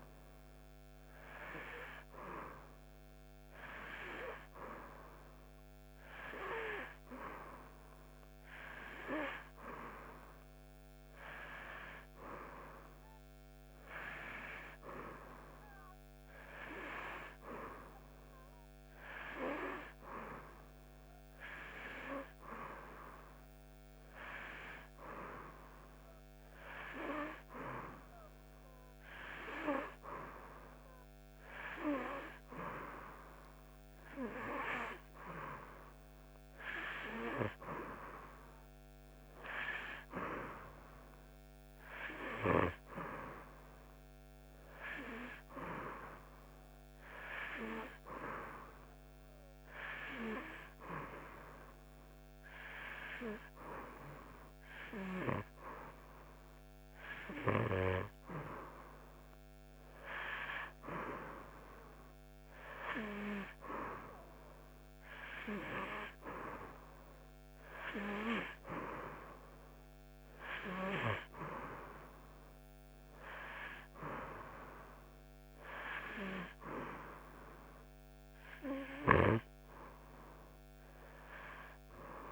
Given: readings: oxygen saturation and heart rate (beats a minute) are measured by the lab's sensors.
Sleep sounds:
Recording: breathing in sleep by a microphone on the trachea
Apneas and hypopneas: none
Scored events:
70.00-73.50 s: arousal
From the record:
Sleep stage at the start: N2 (light sleep)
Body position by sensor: on the back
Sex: female

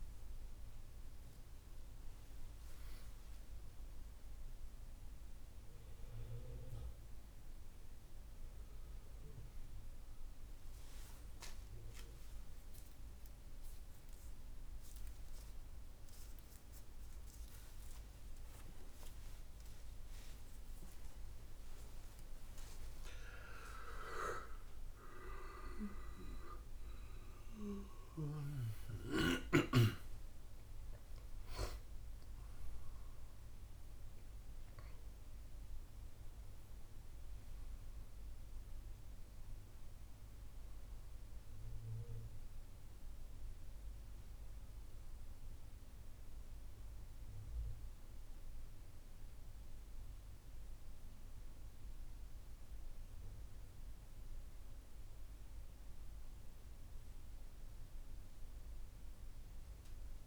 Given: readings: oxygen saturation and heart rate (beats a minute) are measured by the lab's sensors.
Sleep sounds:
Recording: a person awake in a sleep study, by a room microphone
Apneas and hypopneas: none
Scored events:
33.00-44.00 s: oxygen desaturation (device-marked, oxygen 97% before, 94% lowest, heart rate 80 before, 72 extreme)
From the record:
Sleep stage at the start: awake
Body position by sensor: on the back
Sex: male

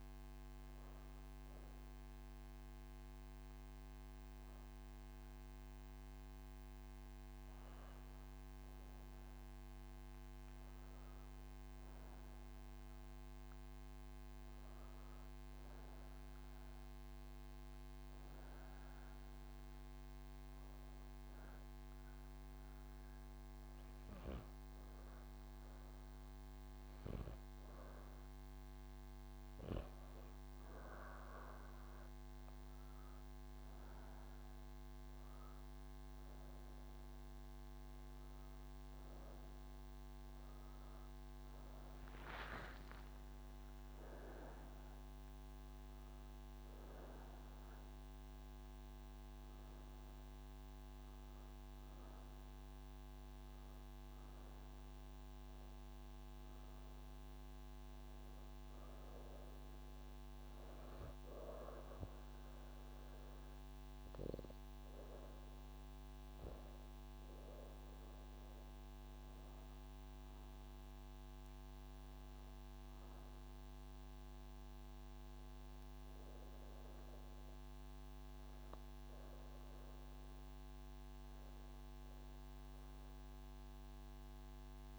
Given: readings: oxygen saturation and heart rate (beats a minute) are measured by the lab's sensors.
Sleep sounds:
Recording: breathing in sleep, hard to hear, by a microphone on the trachea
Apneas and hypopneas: none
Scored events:
71.00-84.99 s: new sleep stage, N1 (lightest sleep)
From the record:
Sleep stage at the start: N3 (deep sleep)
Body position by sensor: on the right side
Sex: female

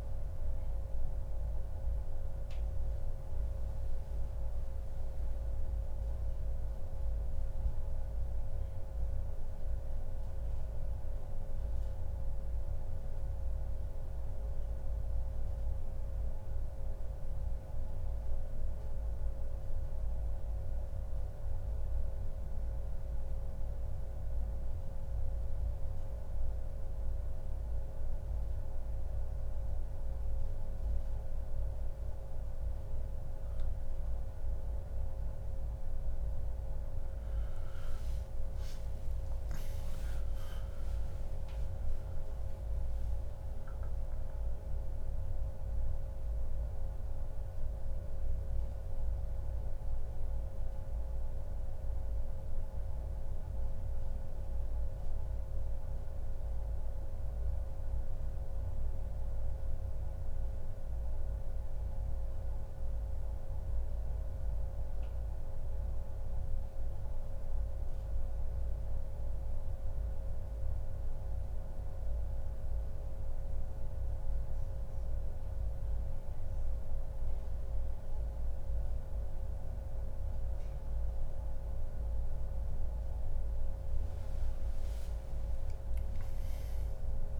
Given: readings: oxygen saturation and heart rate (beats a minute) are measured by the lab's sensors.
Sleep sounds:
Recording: breathing in sleep, hard to hear, by a room microphone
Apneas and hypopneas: 2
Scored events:
7.50-31.00 s: central apnea (oxygen 95% before, 93% lowest, heart rate 144 before, 141 extreme)
21.50-87.40 s: new sleep stage, N1 (lightest sleep)
35.00-39.00 s: arousal
39.50-57.50 s: oxygen desaturation (device-marked, oxygen 98% before, 93% lowest, heart rate 144 before, 141 extreme)
53.50-82.00 s: hypopnea (oxygen 98% before, 93% lowest, heart rate 142 before, 141 extreme, up 0 after)
85.50-87.40 s: arousal
From the record:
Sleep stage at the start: N2 (light sleep)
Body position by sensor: on the back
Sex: male

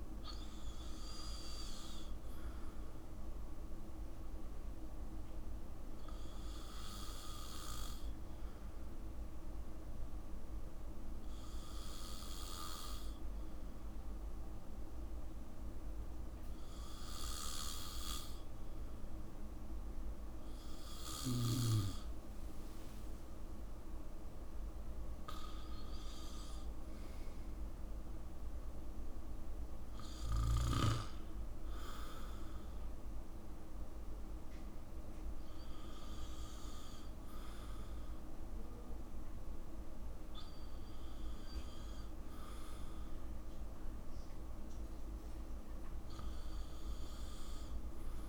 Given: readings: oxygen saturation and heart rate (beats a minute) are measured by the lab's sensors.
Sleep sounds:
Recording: breathing in sleep by a room microphone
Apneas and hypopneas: none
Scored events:
none scored
From the record:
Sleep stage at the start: N2 (light sleep)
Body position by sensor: on the back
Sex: male

